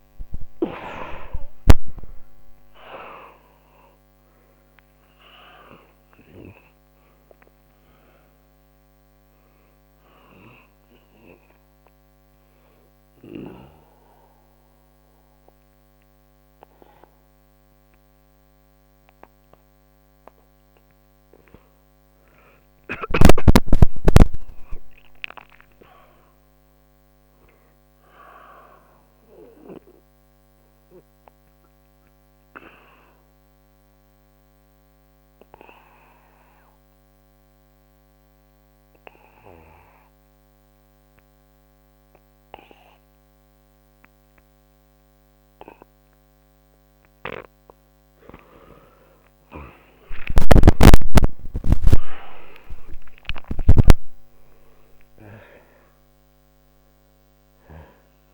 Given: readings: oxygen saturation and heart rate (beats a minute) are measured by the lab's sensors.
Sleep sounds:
breathing in sleep by a microphone on the trachea; 2
0.00-24.50 s: oxygen desaturation (device-marked, oxygen 85% lowest, heart rate 61 extreme)
11.50-23.00 s: obstructive apnea (oxygen 98% before, 85% lowest, heart rate 69 before, 61 extreme, up 3 after)
23.50-26.50 s: arousal
30.00-47.00 s: obstructive apnea (oxygen 98% before, 88% lowest, heart rate 63 before, 61 extreme, up 39 after)
49.50-55.00 s: arousal
51.50-58.34 s: oxygen desaturation (device-marked, oxygen 96% before, 88% lowest, heart rate 64 before, 59 extreme)
From the record:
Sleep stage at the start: N2 (light sleep); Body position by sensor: on the back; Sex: male

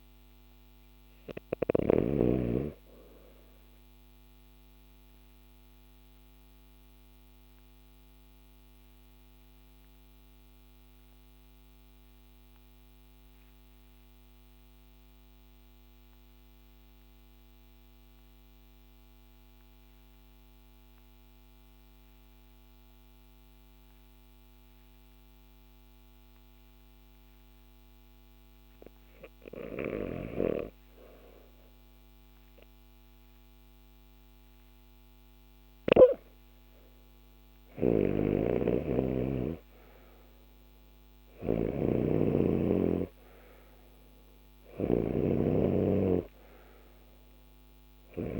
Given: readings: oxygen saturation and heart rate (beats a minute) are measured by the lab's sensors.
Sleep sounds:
breathing in sleep by a microphone on the trachea; 1
4.50-29.50 s: obstructive apnea (oxygen 97% before, 86% lowest, heart rate 53 before, 49 extreme, up 5 after)
6.00-23.00 s: oxygen desaturation (device-marked, oxygen 96% before, 92% lowest, heart rate 52 before, 49 extreme)
34.00-48.39 s: oxygen desaturation (device-marked, oxygen 94% before, 86% lowest, heart rate 51 before, 53 extreme)
35.00-39.50 s: arousal
37.50-48.39 s: snoring (device-marked)
From the record:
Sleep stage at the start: REM sleep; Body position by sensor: on the left side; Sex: male

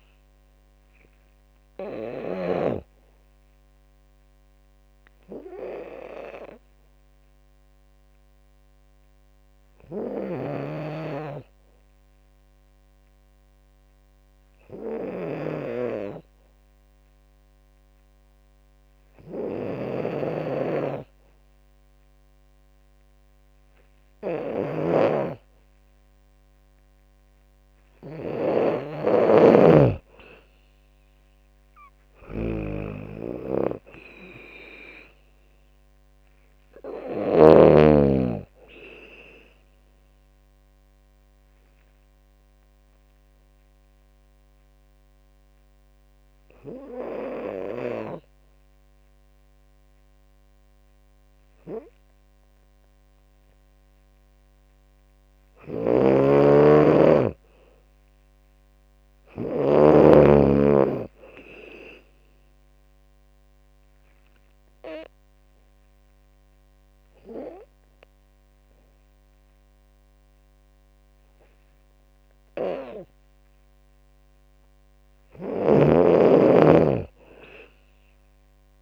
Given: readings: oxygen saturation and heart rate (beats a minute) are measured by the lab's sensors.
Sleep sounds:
breathing in sleep by a microphone on the trachea; 3
0.00-6.00 s: drop in pulse transit time (device-marked, heart rate 81 extreme)
0.00-16.00 s: oxygen desaturation (device-marked, oxygen 91% lowest, heart rate 72 extreme)
1.50-26.00 s: obstructive apnea (oxygen 99% before, 90% lowest, heart rate 78 before, 66 extreme, up 9 after)
10.00-37.50 s: snoring (device-marked)
28.00-31.00 s: arousal
28.00-54.00 s: oxygen desaturation (device-marked, oxygen 99% before, 90% lowest, heart rate 75 before, 66 extreme)
30.00-45.00 s: drop in pulse transit time (device-marked, heart rate 75 before, 75 extreme)
40.00-56.50 s: obstructive apnea (oxygen 99% before, 90% lowest, heart rate 80 before, 66 extreme, up 16 after)
55.50-59.50 s: snoring (device-marked)
58.50-61.50 s: arousal
63.50-74.50 s: obstructive apnea (oxygen 99% before, 90% lowest, heart rate 75 before, 73 extreme, up 6 after)
65.00-76.00 s: oxygen desaturation (device-marked, oxygen 99% before, 92% lowest, heart rate 75 before, 73 extreme)
75.00-78.82 s: snoring (device-marked)
76.50-78.82 s: arousal
From the record:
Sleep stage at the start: N2 (light sleep); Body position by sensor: on the back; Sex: female

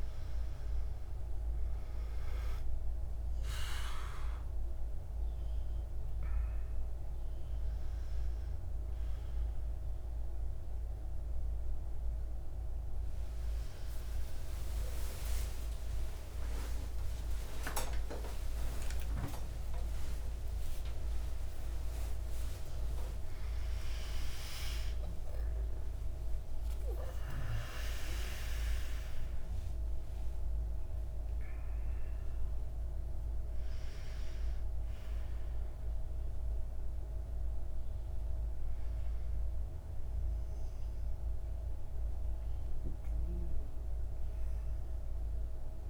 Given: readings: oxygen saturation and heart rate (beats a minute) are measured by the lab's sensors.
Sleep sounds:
a person awake in a sleep study, by a room microphone; none
0.00-24.00 s: oxygen desaturation (device-marked, oxygen 80% lowest, heart rate 61 extreme)
15.00-45.00 s: new sleep stage, awake
45.00-45.90 s: new sleep stage, N1 (lightest sleep)
From the record:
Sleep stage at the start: N2 (light sleep); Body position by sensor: on the right side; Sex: male

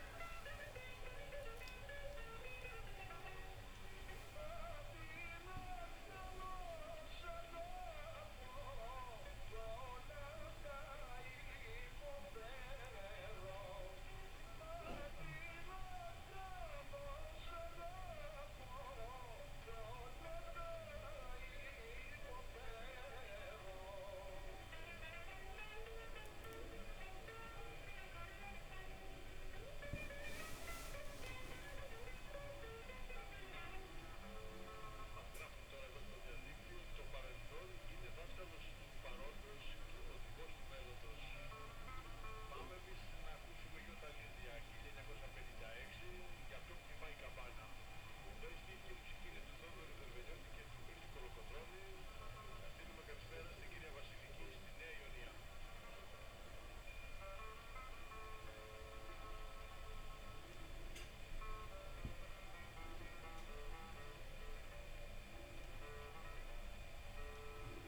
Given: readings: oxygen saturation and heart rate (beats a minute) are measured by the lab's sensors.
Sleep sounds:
a person partly awake in a sleep study, by a room microphone; none
0.00-3.00 s: oxygen desaturation (device-marked, oxygen 90% lowest)
14.00-67.88 s: new sleep stage, N2 (light sleep)
45.00-59.00 s: oxygen desaturation (device-marked, oxygen 97% before, 92% lowest)
66.00-67.88 s: oxygen desaturation (device-marked, oxygen 94% before, 90% lowest)
From the record:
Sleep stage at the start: awake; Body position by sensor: on the back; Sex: female

